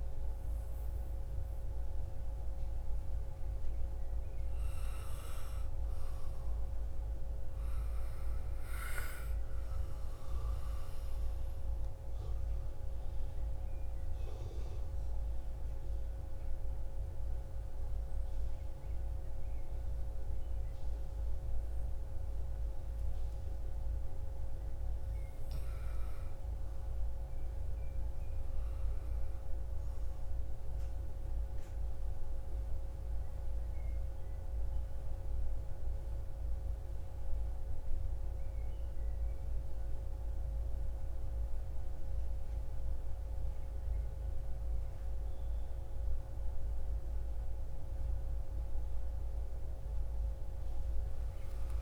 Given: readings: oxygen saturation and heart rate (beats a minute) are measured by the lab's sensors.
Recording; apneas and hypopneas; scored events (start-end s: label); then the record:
breathing in sleep, hard to hear, by a room microphone; 2
11.50-24.00 s: mixed apnea (oxygen 97% before, 93% lowest, heart rate 83 before, 48 extreme, up 40 after)
25.50-29.00 s: arousal
32.00-43.00 s: obstructive apnea (oxygen 96% before, 94% lowest, heart rate 71 before, 56 extreme, up 55 after)
36.50-51.82 s: new sleep stage, N1 (lightest sleep)
From the record:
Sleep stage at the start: N2 (light sleep); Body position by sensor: on the back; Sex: female